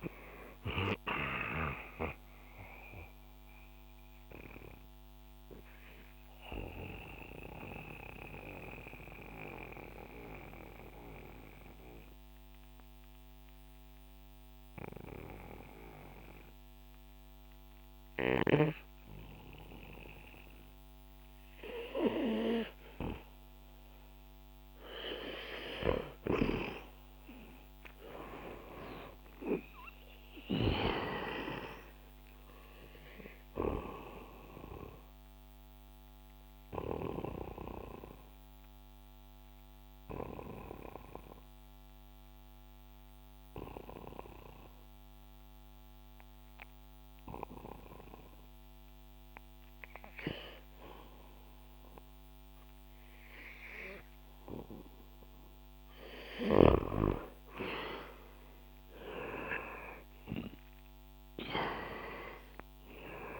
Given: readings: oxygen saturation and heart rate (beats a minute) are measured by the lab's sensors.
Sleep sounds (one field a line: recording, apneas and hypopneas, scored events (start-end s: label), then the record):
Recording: breathing in sleep by a microphone on the trachea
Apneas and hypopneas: 2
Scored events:
0.00-22.50 s: oxygen desaturation (device-marked, oxygen 82% lowest, heart rate 64 extreme)
4.00-25.00 s: mixed apnea (oxygen 99% before, 82% lowest, heart rate 72 before, 64 extreme, up 3 after)
26.50-30.50 s: arousal
35.50-53.50 s: oxygen desaturation (device-marked, oxygen 98% before, 91% lowest, heart rate 73 before, 64 extreme)
35.50-54.00 s: obstructive apnea (oxygen 99% before, 90% lowest, heart rate 73 before, 64 extreme, up 10 after)
57.50-63.40 s: arousal
From the record:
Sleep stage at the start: N2 (light sleep)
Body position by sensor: on the back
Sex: male